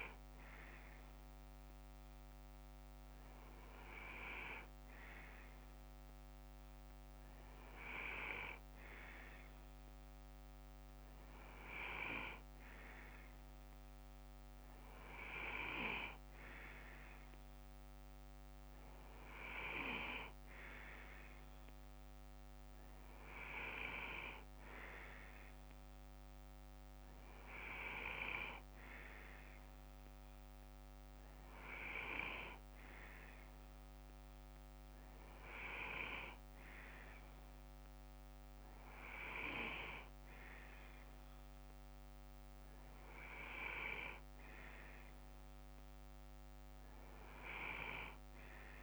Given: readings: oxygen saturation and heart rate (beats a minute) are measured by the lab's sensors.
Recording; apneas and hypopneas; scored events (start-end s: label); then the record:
breathing in sleep by a microphone on the trachea; none
0.00-2.00 s: bradycardia (device-marked, heart rate 57 extreme)
13.00-16.00 s: bradycardia (device-marked, heart rate 61 before, 57 extreme)
35.00-38.00 s: bradycardia (device-marked, heart rate 61 before, 56 extreme)
From the record:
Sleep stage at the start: N2 (light sleep); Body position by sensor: on the left side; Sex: male